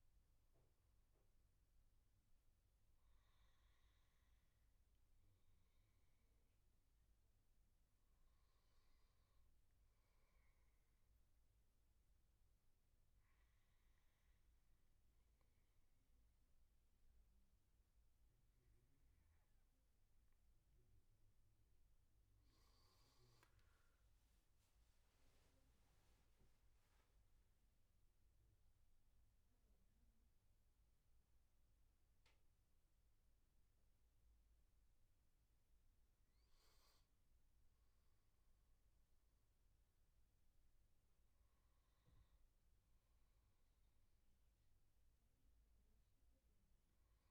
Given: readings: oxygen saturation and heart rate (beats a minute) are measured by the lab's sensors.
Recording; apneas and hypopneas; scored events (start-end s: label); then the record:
breathing in sleep, hard to hear, by a room microphone; 1
11.00-21.00 s: obstructive apnea (oxygen 97% before, 94% lowest, heart rate 79 before, 72 extreme, up 12 after)
24.50-29.00 s: arousal
From the record:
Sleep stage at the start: N2 (light sleep); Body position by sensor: on the back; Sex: male